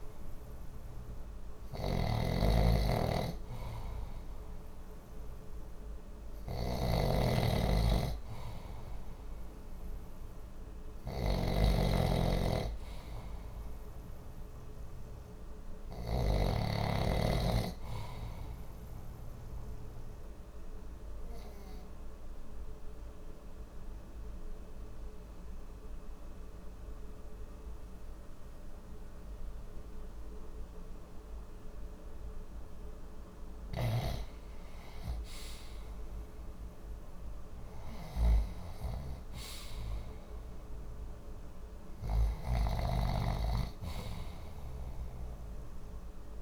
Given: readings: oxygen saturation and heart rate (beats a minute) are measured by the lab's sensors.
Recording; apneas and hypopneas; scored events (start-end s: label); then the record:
breathing in sleep by a room microphone; 1
0.00-16.00 s: snoring (device-marked)
11.50-15.50 s: arousal
19.00-33.00 s: obstructive apnea (oxygen 93% before, 88% lowest, heart rate 64 before, 60 extreme, up 2 after)
34.50-39.00 s: arousal
42.50-46.42 s: snoring (device-marked)
From the record:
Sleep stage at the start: N2 (light sleep); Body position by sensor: on the left side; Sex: male